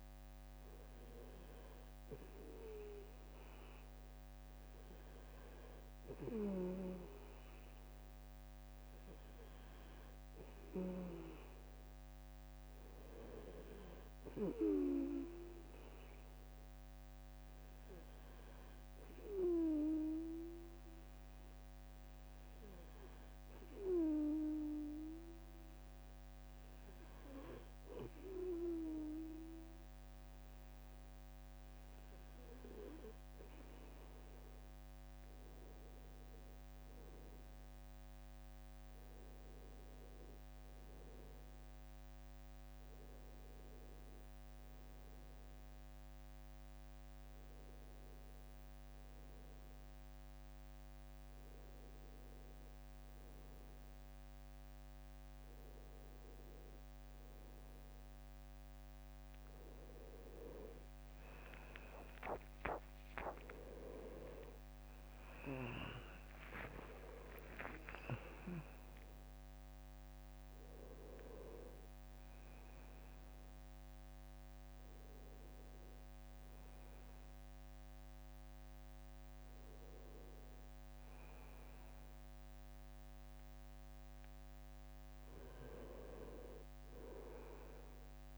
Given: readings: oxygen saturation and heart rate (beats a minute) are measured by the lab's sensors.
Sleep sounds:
breathing in sleep by a microphone on the trachea; 1
17.00-31.00 s: hypopnea (oxygen 93% before, 91% lowest, heart rate 70 before, 70 extreme, up 5 after)
43.50-73.50 s: new sleep stage, N1 (lightest sleep)
62.50-67.50 s: arousal
64.50-78.50 s: drop in pulse transit time (device-marked, heart rate 72 before, 77 extreme)
73.50-88.38 s: new sleep stage, N2 (light sleep)
From the record:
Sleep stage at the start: N2 (light sleep); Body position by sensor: on the right side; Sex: male

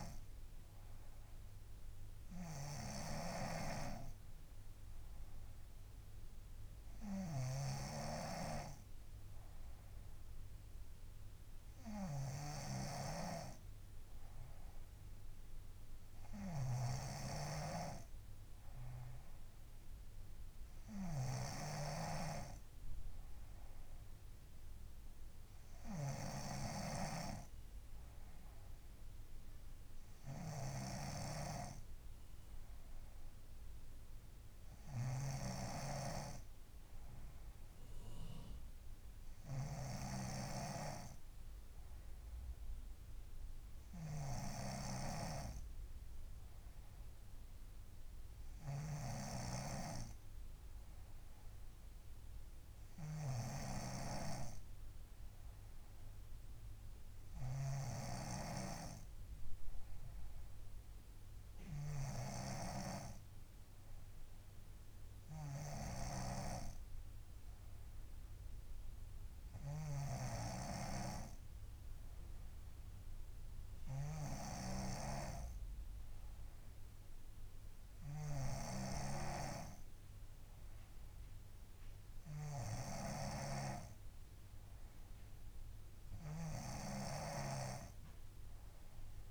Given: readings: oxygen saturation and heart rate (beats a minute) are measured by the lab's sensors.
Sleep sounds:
breathing in sleep by a room microphone; none
0.00-62.50 s: snoring (device-marked)
70.00-79.00 s: snoring (device-marked)
86.50-89.31 s: snoring (device-marked)
From the record:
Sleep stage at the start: N3 (deep sleep); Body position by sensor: on the front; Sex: female

